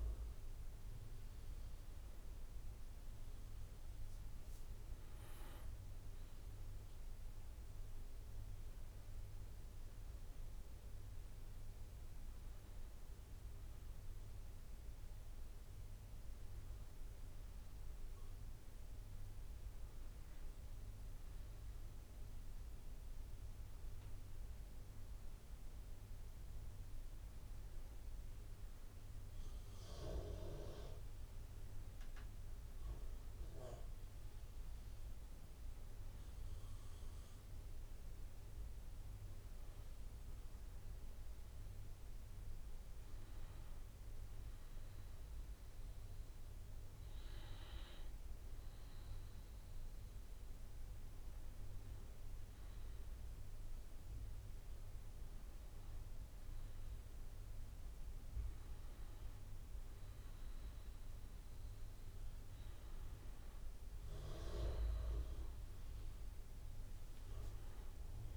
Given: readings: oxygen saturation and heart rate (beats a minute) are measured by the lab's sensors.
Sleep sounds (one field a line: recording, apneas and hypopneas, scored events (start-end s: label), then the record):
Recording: breathing in sleep, hard to hear, by a room microphone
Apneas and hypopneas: none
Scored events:
9.00-68.37 s: new sleep stage, N2 (light sleep)
From the record:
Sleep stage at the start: N1 (lightest sleep)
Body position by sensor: on the back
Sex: male